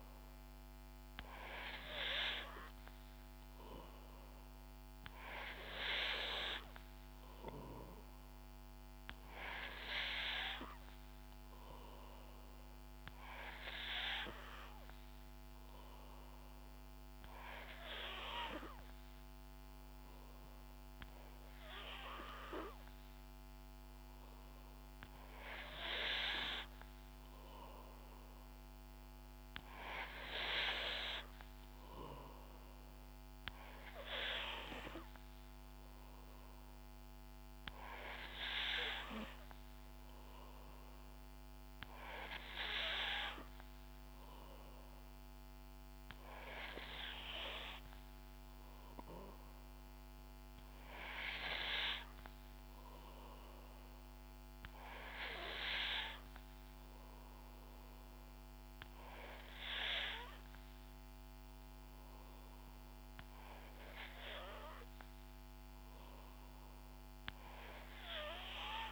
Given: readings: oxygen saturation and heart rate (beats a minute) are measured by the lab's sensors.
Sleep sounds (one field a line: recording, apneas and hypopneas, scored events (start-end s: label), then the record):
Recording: breathing in sleep by a microphone on the trachea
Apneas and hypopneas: none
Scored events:
none scored
From the record:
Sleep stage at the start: N3 (deep sleep)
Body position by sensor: on the back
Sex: female